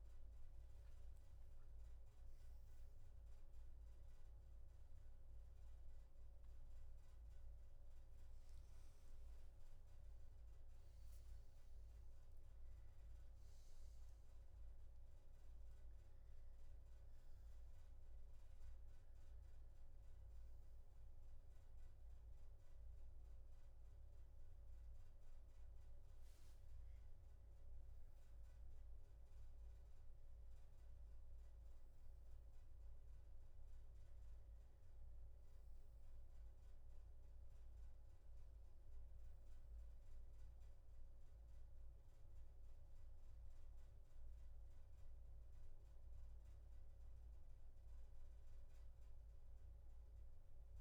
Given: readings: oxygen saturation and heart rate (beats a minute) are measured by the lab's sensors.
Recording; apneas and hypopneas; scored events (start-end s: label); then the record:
breathing in sleep, hard to hear, by a room microphone; none
none scored
From the record:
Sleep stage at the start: N2 (light sleep); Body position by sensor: on the back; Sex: male